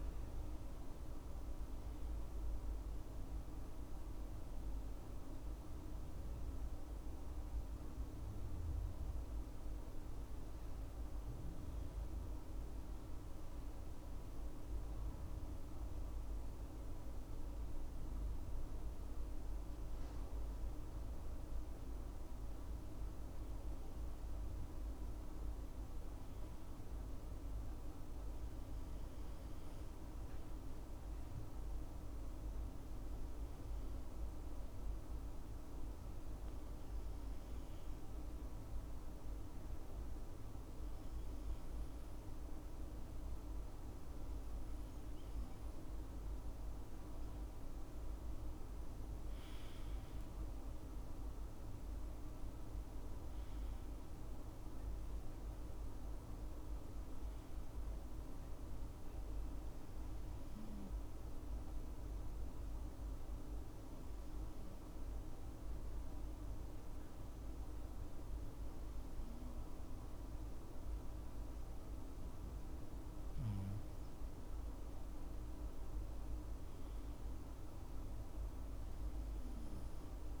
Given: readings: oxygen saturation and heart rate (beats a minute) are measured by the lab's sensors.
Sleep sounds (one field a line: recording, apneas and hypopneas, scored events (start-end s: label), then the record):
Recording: breathing in sleep, hard to hear, by a room microphone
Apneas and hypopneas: 3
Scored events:
6.50-22.50 s: hypopnea (oxygen 98% before, 96% lowest, heart rate 68 before, 63 extreme, up 4 after)
24.50-27.50 s: arousal
33.50-45.50 s: obstructive apnea (oxygen 98% before, 96% lowest, heart rate 70 before, 65 extreme, up 10 after)
49.00-53.50 s: arousal
59.50-72.00 s: hypopnea (oxygen 97% before, 96% lowest, heart rate 70 before, 62 extreme, up 5 after)
75.00-78.50 s: arousal
From the record:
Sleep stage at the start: N2 (light sleep)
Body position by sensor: on the back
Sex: male